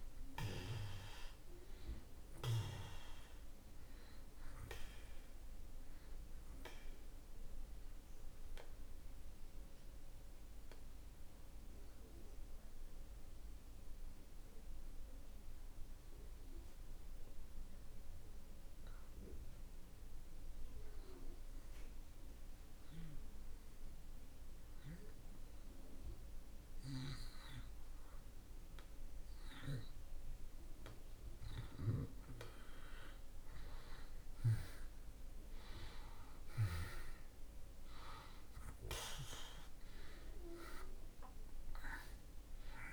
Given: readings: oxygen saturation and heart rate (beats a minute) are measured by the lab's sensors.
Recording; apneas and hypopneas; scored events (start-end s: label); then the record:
breathing in sleep by a room microphone; 1
0.00-21.50 s: oxygen desaturation (device-marked, oxygen 79% lowest)
6.50-30.00 s: obstructive apnea (oxygen 96% before, 79% lowest)
32.50-36.50 s: arousal
38.50-42.93 s: oxygen desaturation (device-marked, oxygen 96% before, 81% lowest)
From the record:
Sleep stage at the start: N2 (light sleep); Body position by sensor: on the back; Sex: male